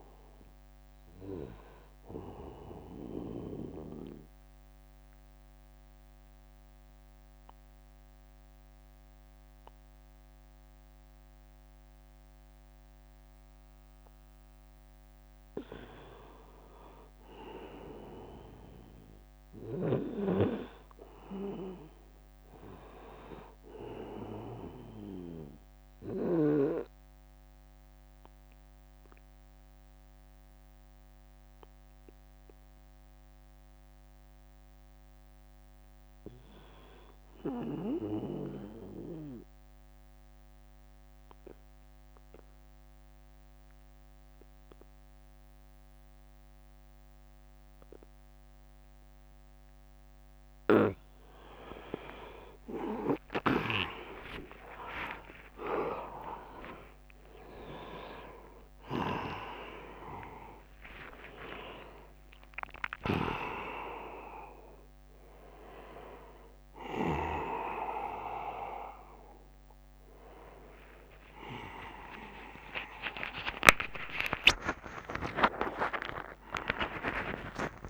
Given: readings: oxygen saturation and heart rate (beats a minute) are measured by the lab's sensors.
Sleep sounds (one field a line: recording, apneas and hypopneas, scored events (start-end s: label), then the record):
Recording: a person partly awake in a sleep study, by a microphone on the trachea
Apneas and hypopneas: 2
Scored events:
1.00-17.00 s: oxygen desaturation (device-marked, oxygen 100% before, 93% lowest, heart rate 62 before, 60 extreme)
2.00-4.00 s: long interval between heartbeats (device-marked, heart rate 62 before, 69 extreme)
2.50-15.00 s: obstructive apnea (oxygen 100% before, 90% lowest, heart rate 62 before, 60 extreme, up 7 after)
10.50-12.50 s: long interval between heartbeats (device-marked, heart rate 67 before, 79 extreme)
18.50-22.00 s: arousal
19.50-21.50 s: long interval between heartbeats (device-marked, heart rate 72 before, 74 extreme)
22.50-24.50 s: long interval between heartbeats (device-marked, heart rate 73 before, 60 extreme)
28.00-38.00 s: oxygen desaturation (device-marked, oxygen 98% before, 93% lowest, heart rate 70 before, 58 extreme)
35.50-37.50 s: long interval between heartbeats (device-marked, heart rate 71 before, 84 extreme)
38.00-40.00 s: bradycardia (device-marked, heart rate 76 before, 77 extreme)
39.00-50.50 s: obstructive apnea (oxygen 98% before, 88% lowest, heart rate 73 before, 58 extreme, up 21 after)
39.50-41.50 s: long interval between heartbeats (device-marked, heart rate 73 before, 77 extreme)
44.00-46.00 s: long interval between heartbeats (device-marked, heart rate 73 before, 58 extreme)
51.00-70.00 s: oxygen desaturation (device-marked, oxygen 97% before, 90% lowest, heart rate 72 before, 49 extreme)
51.50-53.50 s: long interval between heartbeats (device-marked, heart rate 72 before, 79 extreme)
54.00-70.00 s: drop in pulse transit time (device-marked, heart rate 72 before, 69 extreme)
55.00-57.00 s: long interval between heartbeats (device-marked, heart rate 71 before, 76 extreme)
57.00-77.90 s: new sleep stage, awake
62.00-64.00 s: long interval between heartbeats (device-marked, heart rate 72 before, 74 extreme)
66.50-75.00 s: snoring (device-marked)
70.00-72.00 s: long interval between heartbeats (device-marked, heart rate 77 before, 77 extreme)
72.00-77.90 s: bradycardia (device-marked, heart rate 75 before, 52 extreme)
72.00-77.90 s: oxygen desaturation (device-marked, oxygen 92% before, 88% lowest, heart rate 78 before, 49 extreme)
72.50-74.50 s: long interval between heartbeats (device-marked, heart rate 78 before, 77 extreme)
From the record:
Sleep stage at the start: N2 (light sleep)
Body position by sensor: on the back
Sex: male